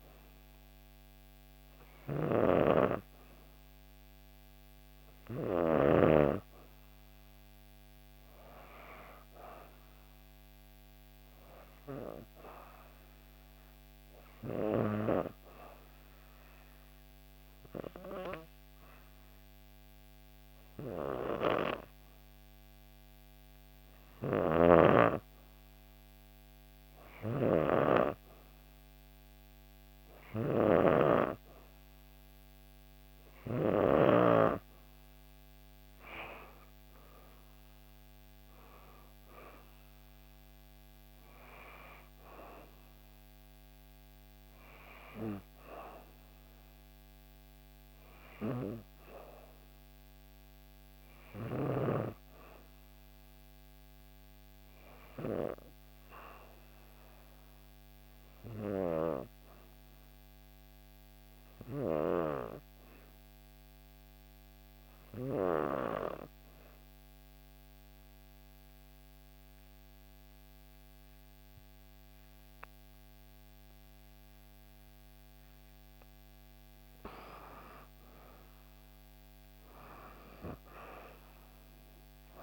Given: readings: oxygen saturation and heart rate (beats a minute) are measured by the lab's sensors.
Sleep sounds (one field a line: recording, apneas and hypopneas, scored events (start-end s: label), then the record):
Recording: breathing in sleep by a microphone on the trachea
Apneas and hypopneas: 2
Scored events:
0.00-1.00 s: arousal
15.00-25.50 s: obstructive apnea (oxygen 97% before, 92% lowest, heart rate 65 before, 64 extreme, up 1 after)
26.50-30.50 s: arousal
57.50-75.50 s: obstructive apnea (oxygen 95% before, 90% lowest, heart rate 66 before, 62 extreme, up 2 after)
77.50-82.43 s: oxygen desaturation (device-marked, oxygen 96% before, 90% lowest, heart rate 64 before, 62 extreme)
78.00-81.00 s: arousal
From the record:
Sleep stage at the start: N2 (light sleep)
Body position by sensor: on the back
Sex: female